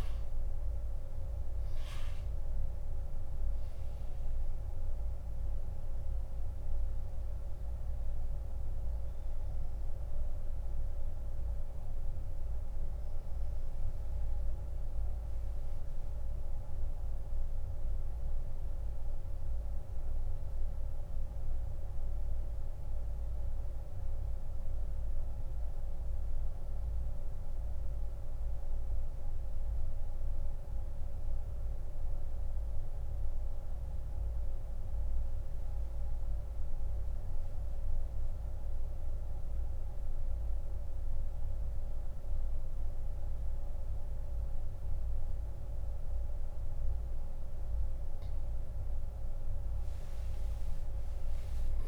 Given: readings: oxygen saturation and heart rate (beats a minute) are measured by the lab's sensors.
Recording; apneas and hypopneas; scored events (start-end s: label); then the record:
breathing in sleep, hard to hear, by a room microphone; 1
8.00-46.50 s: central apnea (oxygen 97% before, 85% lowest)
20.50-44.50 s: oxygen desaturation (device-marked, oxygen 95% before, 86% lowest)
From the record:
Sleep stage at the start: N2 (light sleep); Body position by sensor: on the back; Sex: male